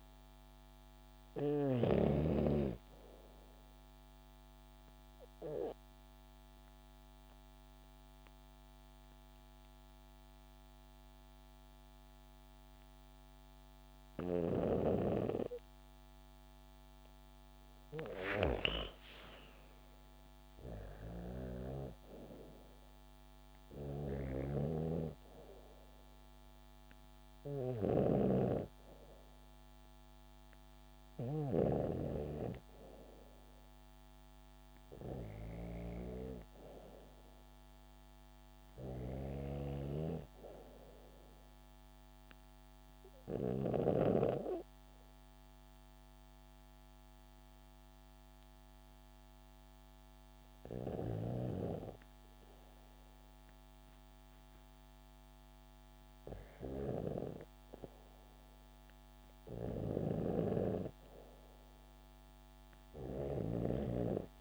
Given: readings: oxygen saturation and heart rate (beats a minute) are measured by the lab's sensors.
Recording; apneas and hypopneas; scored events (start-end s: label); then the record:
breathing in sleep by a microphone on the trachea; 2
0.00-1.00 s: snoring (device-marked)
3.00-13.00 s: obstructive apnea (oxygen 96% before, 92% lowest, heart rate 72 before, 67 extreme, up 1 after)
16.50-21.00 s: arousal
23.00-31.00 s: snoring (device-marked)
38.50-43.00 s: snoring (device-marked)
39.50-50.00 s: obstructive apnea (oxygen 95% before, 93% lowest, heart rate 70 before, 68 extreme, up 2 after)
52.50-56.00 s: arousal
59.00-64.41 s: snoring (device-marked)
From the record:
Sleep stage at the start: REM sleep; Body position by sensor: on the back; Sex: female